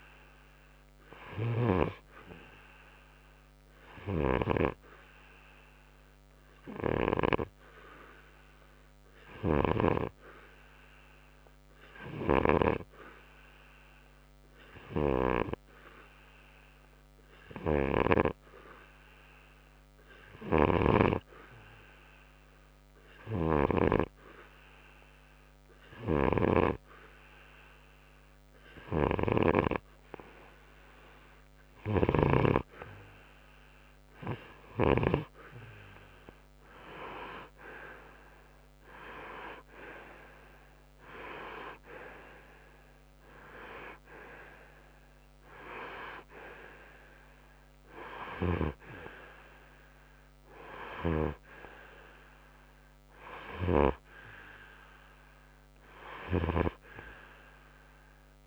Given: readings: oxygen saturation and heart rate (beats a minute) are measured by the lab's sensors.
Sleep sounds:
breathing in sleep by a microphone on the trachea; 1
4.50-29.00 s: hypopnea (oxygen 95% before, 91% lowest, heart rate 65 before, 64 extreme, up 1 after)
23.50-35.50 s: snoring (device-marked)
37.00-40.00 s: arousal
From the record:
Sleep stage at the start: N2 (light sleep); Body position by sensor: on the right side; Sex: male

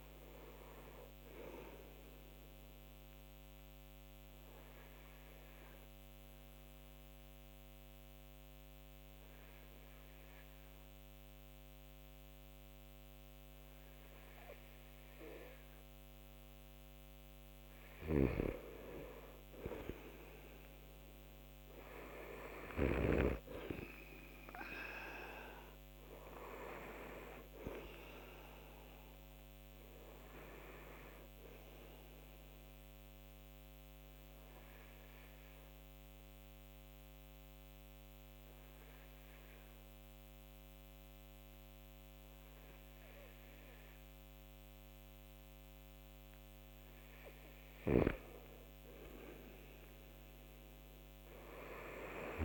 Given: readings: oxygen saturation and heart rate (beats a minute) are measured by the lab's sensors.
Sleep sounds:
breathing in sleep by a microphone on the trachea; 2
0.00-13.50 s: oxygen desaturation (device-marked, oxygen 88% lowest)
1.50-16.50 s: obstructive apnea (oxygen 94% before, 88% lowest)
19.50-23.50 s: arousal
27.50-45.50 s: oxygen desaturation (device-marked, oxygen 95% before, 88% lowest)
30.00-46.50 s: obstructive apnea (oxygen 95% before, 88% lowest)
47.00-52.45 s: snoring (device-marked)
49.00-52.45 s: arousal
From the record:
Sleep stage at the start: N2 (light sleep); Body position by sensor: on the right side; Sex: male

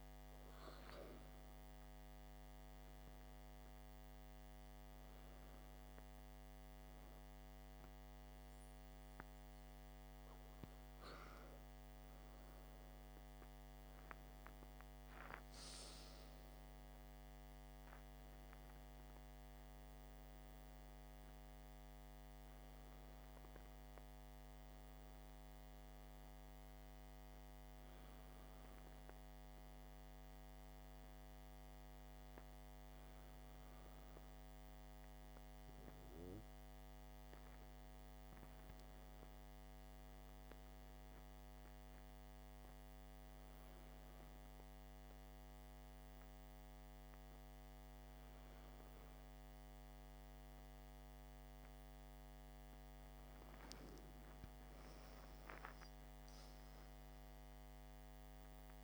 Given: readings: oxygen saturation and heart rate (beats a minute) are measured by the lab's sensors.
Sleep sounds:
breathing in sleep, hard to hear, by a microphone on the trachea; none
50.00-58.84 s: new sleep stage, N1 (lightest sleep)
From the record:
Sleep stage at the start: N2 (light sleep); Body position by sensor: on the back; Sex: male

